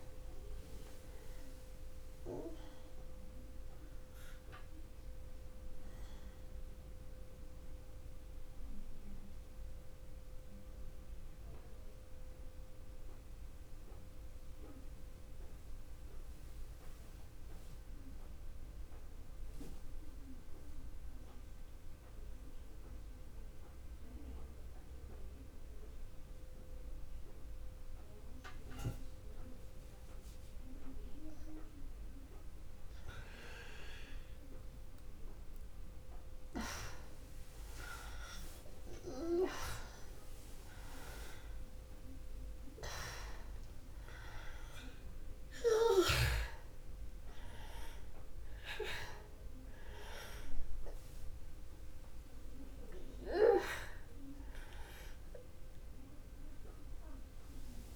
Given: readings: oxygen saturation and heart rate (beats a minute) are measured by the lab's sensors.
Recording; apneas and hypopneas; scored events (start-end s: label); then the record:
breathing in sleep by a room microphone; 1
0.00-9.00 s: oxygen desaturation (device-marked, oxygen 87% lowest, heart rate 63 extreme)
5.50-36.00 s: mixed apnea (oxygen 96% before, 82% lowest, heart rate 64 before, 63 extreme, up 18 after)
36.00-53.00 s: oxygen desaturation (device-marked, oxygen 97% before, 93% lowest, heart rate 64 before, 62 extreme)
39.00-44.00 s: arousal
54.50-57.95 s: arousal
From the record:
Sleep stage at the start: N2 (light sleep); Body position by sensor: on the back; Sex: male